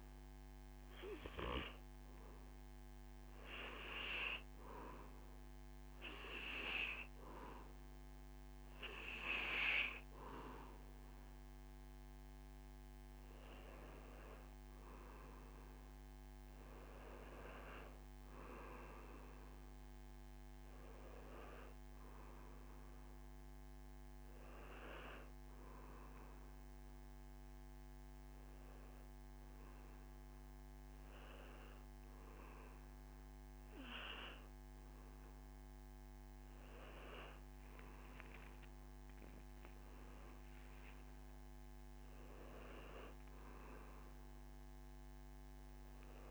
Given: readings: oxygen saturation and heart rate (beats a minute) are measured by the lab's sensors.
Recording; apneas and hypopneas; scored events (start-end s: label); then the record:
breathing in sleep by a microphone on the trachea; 1
1.50-13.00 s: hypopnea (oxygen 97% before, 92% lowest, heart rate 83 before, 80 extreme, up 4 after)
5.50-35.50 s: oxygen desaturation (device-marked, oxygen 96% before, 92% lowest, heart rate 81 before, 80 extreme)
15.50-20.00 s: arousal
From the record:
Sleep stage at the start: N2 (light sleep); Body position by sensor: on the back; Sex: male